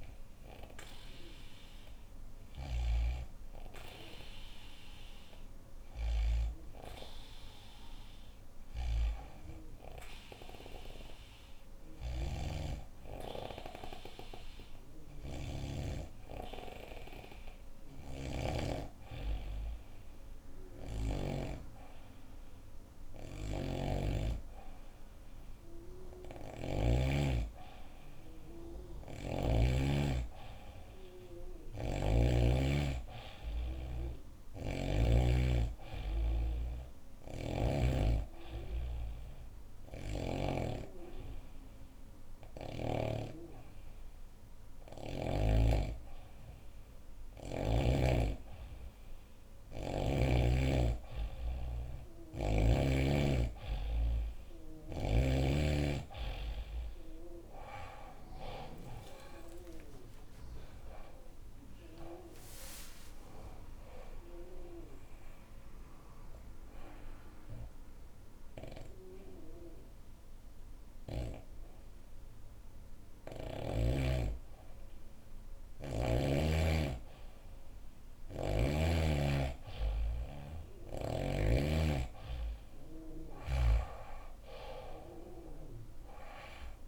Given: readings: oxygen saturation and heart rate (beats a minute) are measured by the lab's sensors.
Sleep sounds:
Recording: breathing in sleep by a room microphone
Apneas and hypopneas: 3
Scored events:
2.00-18.00 s: snoring (device-marked)
10.00-22.50 s: hypopnea (oxygen 97% before, 93% lowest, heart rate 81 before, 70 extreme, up 0 after)
22.50-26.50 s: snoring (device-marked)
24.50-28.00 s: arousal
31.00-34.50 s: snoring (device-marked)
36.50-40.00 s: snoring (device-marked)
37.50-48.50 s: hypopnea (oxygen 97% before, 93% lowest, heart rate 71 before, 69 extreme, up 4 after)
58.00-62.00 s: arousal
64.00-74.00 s: obstructive apnea (oxygen 95% before, 93% lowest, heart rate 78 before, 66 extreme, up 1 after)
76.50-80.50 s: arousal
77.50-81.00 s: snoring (device-marked)
81.50-86.87 s: oxygen desaturation (device-marked, oxygen 97% before, 93% lowest, heart rate 77 before, 64 extreme)
From the record:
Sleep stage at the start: N2 (light sleep)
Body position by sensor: on the back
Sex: female

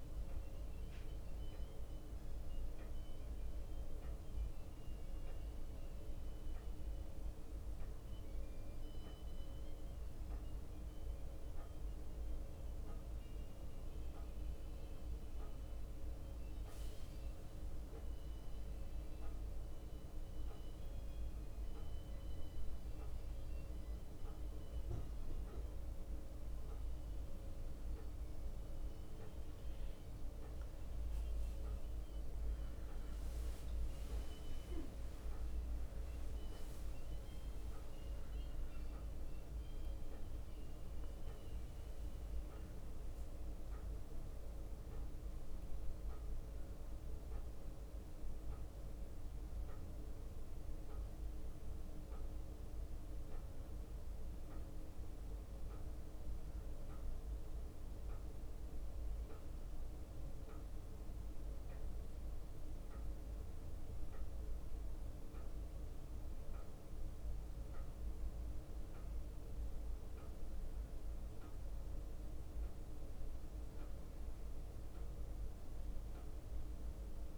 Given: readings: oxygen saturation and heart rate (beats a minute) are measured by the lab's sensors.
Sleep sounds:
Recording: a person awake in a sleep study, hard to hear, by a room microphone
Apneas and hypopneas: none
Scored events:
0.00-17.00 s: bradycardia (device-marked, heart rate 57 extreme)
61.00-73.00 s: bradycardia (device-marked, heart rate 63 before, 59 extreme)
75.00-77.38 s: bradycardia (device-marked, heart rate 62 before, 59 extreme)
From the record:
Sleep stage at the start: awake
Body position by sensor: on the back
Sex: male

